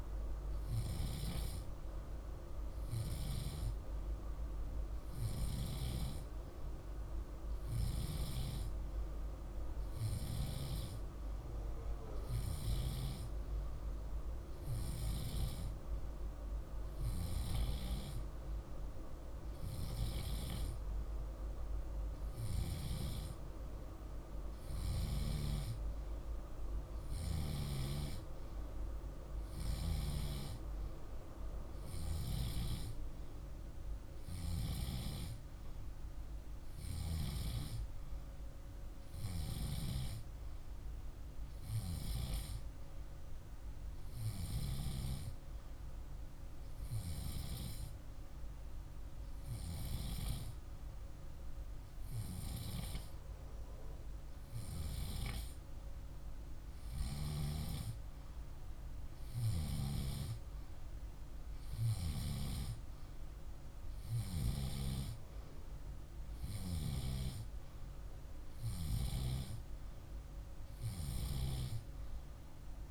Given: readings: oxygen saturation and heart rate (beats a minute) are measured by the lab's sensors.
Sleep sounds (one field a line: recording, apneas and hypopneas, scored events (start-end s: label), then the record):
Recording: breathing in sleep by a room microphone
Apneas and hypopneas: none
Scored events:
none scored
From the record:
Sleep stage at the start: N2 (light sleep)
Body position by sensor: on the left side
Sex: male